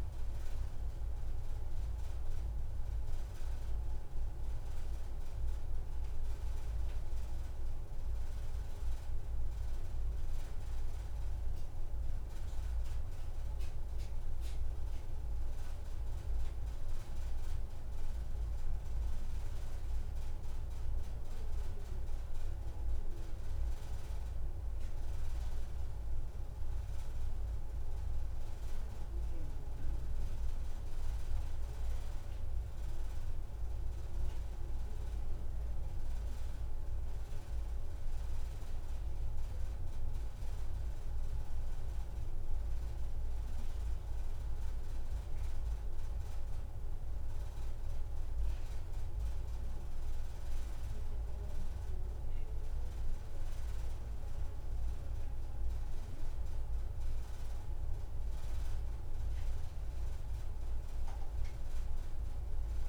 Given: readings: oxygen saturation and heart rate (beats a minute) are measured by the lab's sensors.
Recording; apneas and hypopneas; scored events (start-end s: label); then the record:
breathing in sleep, hard to hear, by a room microphone; none
3.50-5.50 s: long interval between heartbeats (device-marked, heart rate 93 before, 153 extreme)
7.00-9.00 s: long interval between heartbeats (device-marked, heart rate 99 before, 117 extreme)
10.00-12.00 s: long interval between heartbeats (device-marked, heart rate 101 before, 138 extreme)
13.50-15.50 s: long interval between heartbeats (device-marked, heart rate 106 before, 140 extreme)
21.00-23.00 s: long interval between heartbeats (device-marked)
28.50-30.50 s: long interval between heartbeats (device-marked, heart rate 95 before, 109 extreme)
32.50-34.50 s: long interval between heartbeats (device-marked, heart rate 87 before, 75 extreme)
36.50-38.50 s: long interval between heartbeats (device-marked, heart rate 71 before, 40 extreme)
41.00-43.00 s: long interval between heartbeats (device-marked, heart rate 57 before, 29 extreme)
44.00-46.00 s: long interval between heartbeats (device-marked, heart rate 58 before, 39 extreme)
47.00-49.00 s: long interval between heartbeats (device-marked, heart rate 58 before, 90 extreme)
49.00-51.00 s: long interval between heartbeats (device-marked, heart rate 58 before, 109 extreme)
51.00-53.00 s: long interval between heartbeats (device-marked, heart rate 60 before, 138 extreme)
60.50-62.50 s: long interval between heartbeats (device-marked)
From the record:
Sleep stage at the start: N1 (lightest sleep); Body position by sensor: on the back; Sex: female